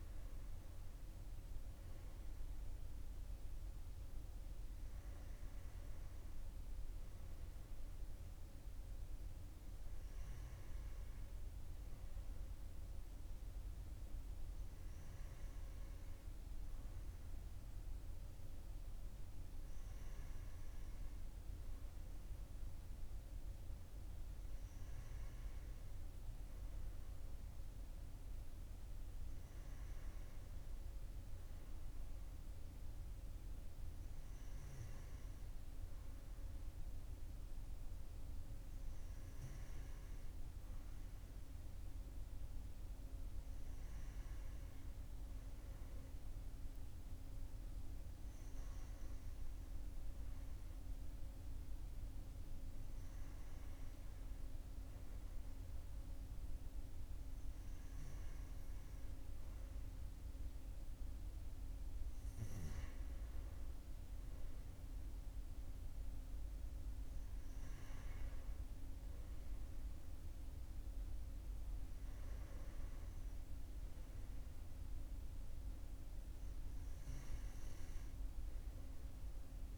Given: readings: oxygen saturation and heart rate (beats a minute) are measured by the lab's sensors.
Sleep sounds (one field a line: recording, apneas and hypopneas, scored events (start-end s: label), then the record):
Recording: breathing in sleep, hard to hear, by a room microphone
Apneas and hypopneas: none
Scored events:
none scored
From the record:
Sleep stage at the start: N2 (light sleep)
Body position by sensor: on the right side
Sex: male